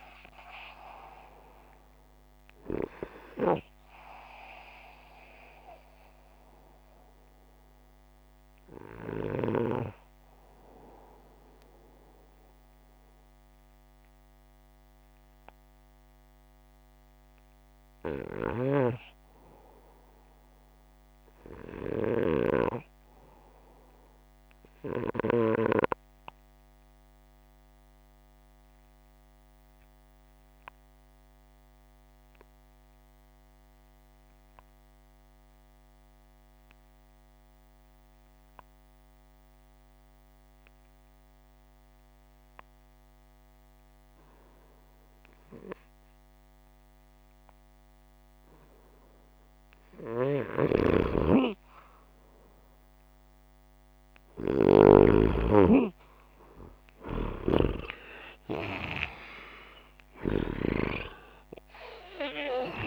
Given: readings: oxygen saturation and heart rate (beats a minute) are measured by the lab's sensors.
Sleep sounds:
breathing in sleep by a microphone on the trachea; 1
2.00-10.00 s: oxygen desaturation (device-marked, oxygen 99% before, 95% lowest, heart rate 73 before, 76 extreme)
18.00-33.00 s: oxygen desaturation (device-marked, oxygen 97% before, 90% lowest, heart rate 139 before, 36 extreme)
27.00-48.00 s: obstructive apnea (oxygen 98% before, 90% lowest, heart rate 122 before, 36 extreme)
42.00-48.00 s: oxygen desaturation (device-marked, oxygen 98% before, 94% lowest, heart rate 106 before, 48 extreme)
50.00-55.00 s: snoring (device-marked)
51.00-57.00 s: arousal
From the record:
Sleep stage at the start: REM sleep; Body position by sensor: upright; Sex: male

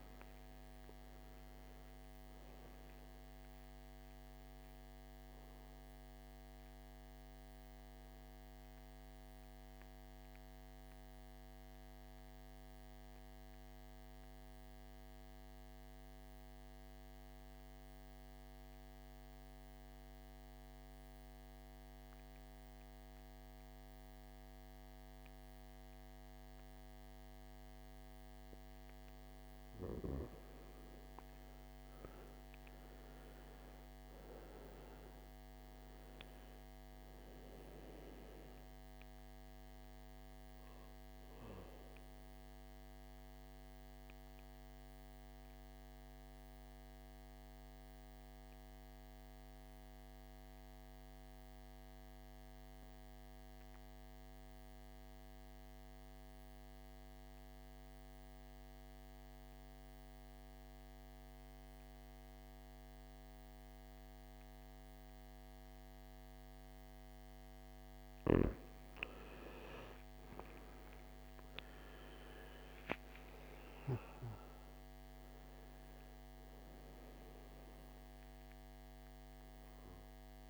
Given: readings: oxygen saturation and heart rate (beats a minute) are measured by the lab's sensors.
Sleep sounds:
breathing in sleep, hard to hear, by a microphone on the trachea; 2
0.00-15.50 s: oxygen desaturation (device-marked, oxygen 83% lowest, heart rate 53 extreme)
10.00-28.50 s: mixed apnea (oxygen 98% before, 85% lowest, heart rate 72 before, 53 extreme, up 12 after)
30.50-35.00 s: arousal
34.50-55.50 s: oxygen desaturation (device-marked, oxygen 98% before, 87% lowest, heart rate 55 before, 52 extreme)
43.50-68.00 s: mixed apnea (oxygen 99% before, 81% lowest, heart rate 59 before, 52 extreme, up 18 after)
68.50-80.50 s: oxygen desaturation (device-marked, oxygen 98% before, 85% lowest, heart rate 56 before, 54 extreme)
71.00-75.50 s: arousal
From the record:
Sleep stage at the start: N2 (light sleep); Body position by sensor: on the back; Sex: male

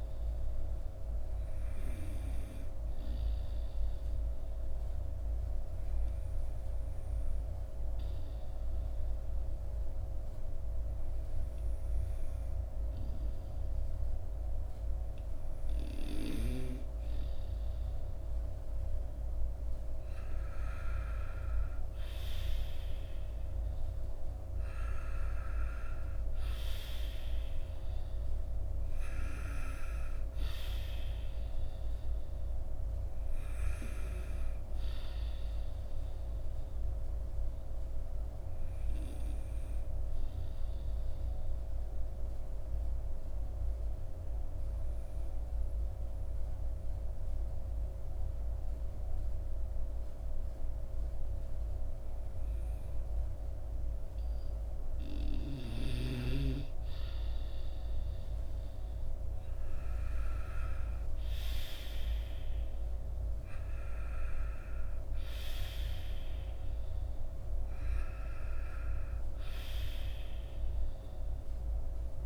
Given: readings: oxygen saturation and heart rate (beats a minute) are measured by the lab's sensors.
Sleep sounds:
breathing in sleep by a room microphone; 2
0.00-8.50 s: oxygen desaturation (device-marked, oxygen 93% lowest, heart rate 45 extreme)
3.50-20.00 s: obstructive apnea (oxygen 97% before, 91% lowest, heart rate 57 before, 45 extreme, up 12 after)
22.50-27.50 s: arousal
37.00-55.00 s: mixed apnea (oxygen 95% before, 91% lowest, heart rate 53 before, 45 extreme, up 8 after)
58.00-62.00 s: arousal
From the record:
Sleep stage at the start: N2 (light sleep); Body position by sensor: on the right side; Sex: male

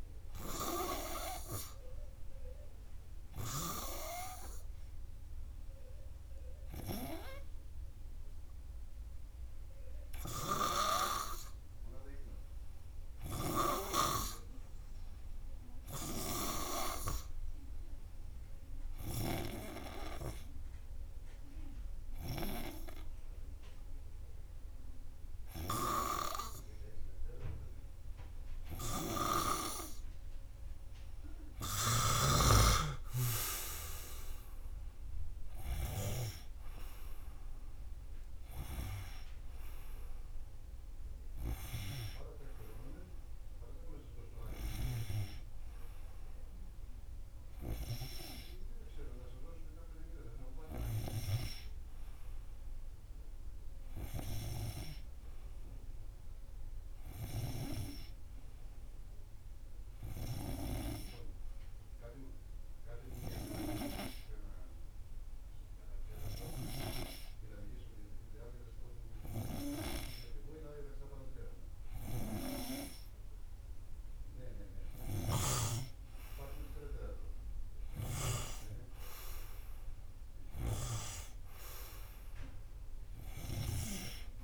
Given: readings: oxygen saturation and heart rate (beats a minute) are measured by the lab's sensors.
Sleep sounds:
breathing in sleep by a room microphone; 2
19.50-31.50 s: hypopnea (oxygen 96% before, 92% lowest, heart rate 90 before, 89 extreme, up 13 after)
36.00-40.00 s: arousal
48.50-84.44 s: new sleep stage, N2 (light sleep)
61.00-73.00 s: hypopnea (oxygen 94% before, 93% lowest, heart rate 100 before, 95 extreme, up 5 after)
76.00-79.00 s: arousal
From the record:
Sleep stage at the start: N3 (deep sleep); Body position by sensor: on the front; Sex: male

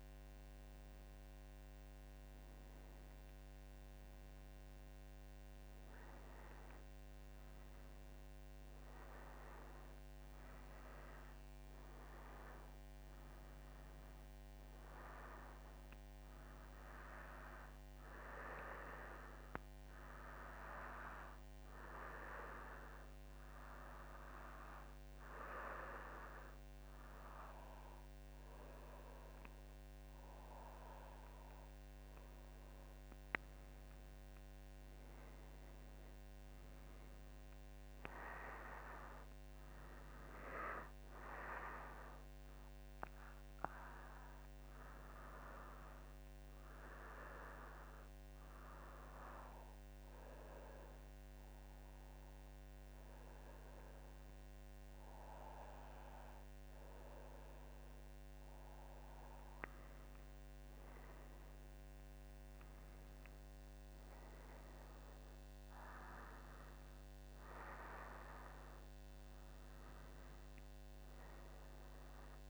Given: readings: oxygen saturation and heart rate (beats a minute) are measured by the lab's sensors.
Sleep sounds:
breathing in sleep by a microphone on the trachea; none
none scored
From the record:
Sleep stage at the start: N2 (light sleep); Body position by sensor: on the back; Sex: female

